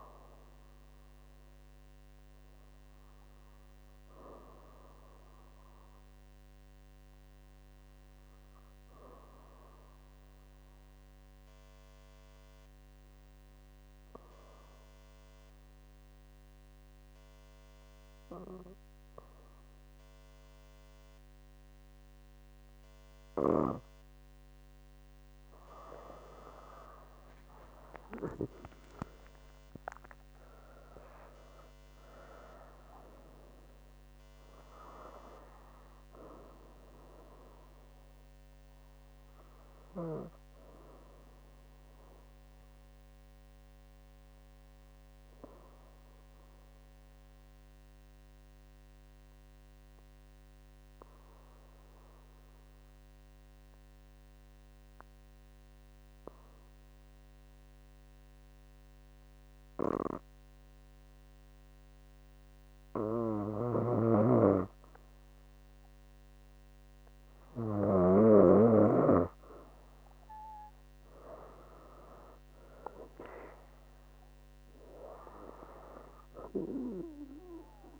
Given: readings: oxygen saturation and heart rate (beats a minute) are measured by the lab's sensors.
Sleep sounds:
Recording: breathing in sleep by a microphone on the trachea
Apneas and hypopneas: 2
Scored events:
11.00-25.00 s: obstructive apnea (oxygen 98% before, 95% lowest, heart rate 66 before, 61 extreme, up 23 after)
26.50-30.50 s: arousal
45.00-63.50 s: obstructive apnea (oxygen 98% before, 93% lowest, heart rate 72 before, 62 extreme, up 2 after)
67.50-71.00 s: arousal
From the record:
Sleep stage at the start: N2 (light sleep)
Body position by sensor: on the back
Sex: female

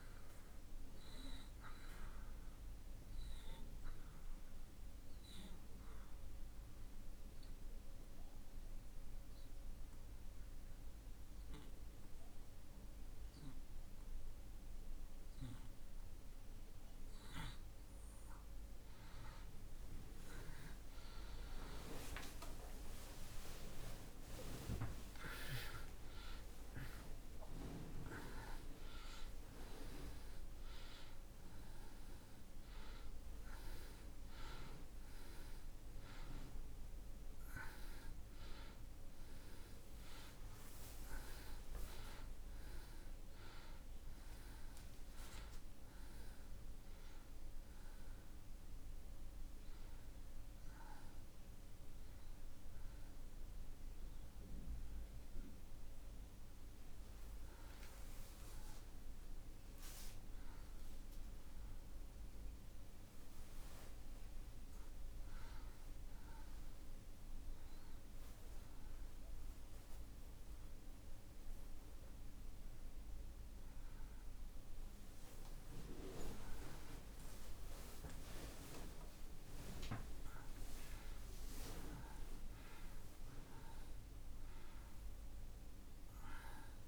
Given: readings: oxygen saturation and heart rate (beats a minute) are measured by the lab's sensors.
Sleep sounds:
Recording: a person awake in a sleep study, by a room microphone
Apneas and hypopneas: 1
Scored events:
0.00-19.00 s: oxygen desaturation (device-marked, oxygen 85% lowest)
3.50-15.50 s: obstructive apnea (oxygen 96% before, 85% lowest)
20.00-23.50 s: arousal
27.00-33.00 s: oxygen desaturation (device-marked, oxygen 95% before, 92% lowest)
38.00-56.00 s: oxygen desaturation (device-marked, oxygen 93% before, 89% lowest)
43.00-86.88 s: new sleep stage, awake
From the record:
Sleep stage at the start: N2 (light sleep)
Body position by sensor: on the back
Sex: male

